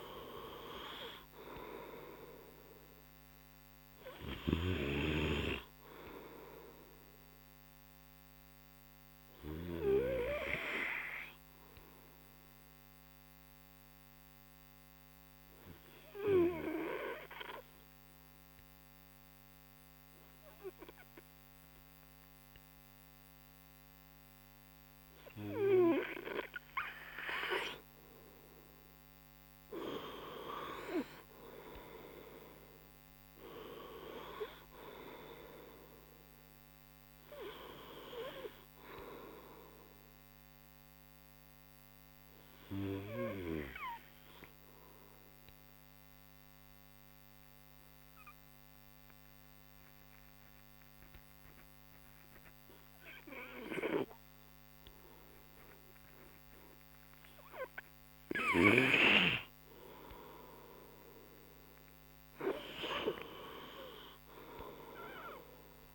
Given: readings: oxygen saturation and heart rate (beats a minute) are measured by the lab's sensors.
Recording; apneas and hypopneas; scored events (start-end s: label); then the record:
breathing in sleep by a microphone on the trachea; 2
4.50-8.00 s: arousal
11.00-28.00 s: obstructive apnea (oxygen 96% before, 94% lowest)
29.50-32.00 s: arousal
42.50-58.50 s: obstructive apnea (oxygen 98% before, 93% lowest)
60.00-63.50 s: arousal
From the record:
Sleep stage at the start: N2 (light sleep); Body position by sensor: on the right side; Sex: male